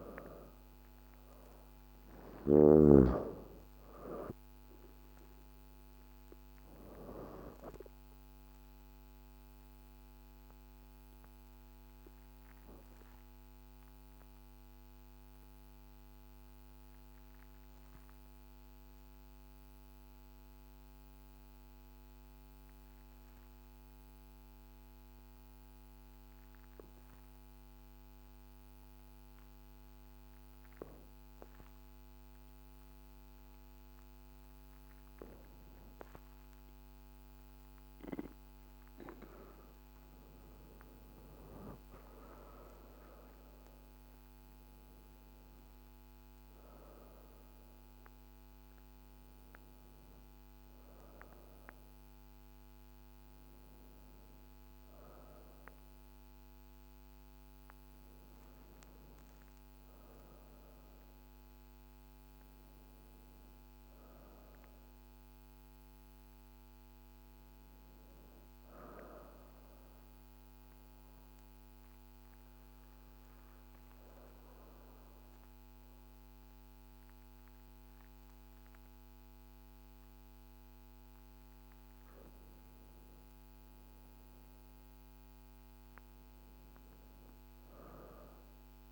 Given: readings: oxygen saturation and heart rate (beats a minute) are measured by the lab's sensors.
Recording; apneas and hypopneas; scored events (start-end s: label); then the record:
breathing in sleep by a microphone on the trachea; 2
0.00-2.00 s: arousal
0.00-21.00 s: oxygen desaturation (device-marked, oxygen 85% lowest, heart rate 50 extreme)
10.00-35.50 s: obstructive apnea (oxygen 97% before, 85% lowest, heart rate 55 before, 50 extreme, up 5 after)
36.00-67.00 s: oxygen desaturation (device-marked, oxygen 98% before, 91% lowest, heart rate 52 before, 49 extreme)
39.00-43.00 s: arousal
63.50-67.50 s: arousal
69.00-81.50 s: obstructive apnea (oxygen 99% before, 91% lowest, heart rate 54 before, 50 extreme, up 4 after)
83.00-87.50 s: arousal
87.00-88.92 s: oxygen desaturation (device-marked, oxygen 99% before, 93% lowest, heart rate 52 before, 50 extreme)
From the record:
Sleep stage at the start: N2 (light sleep); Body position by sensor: on the back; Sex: female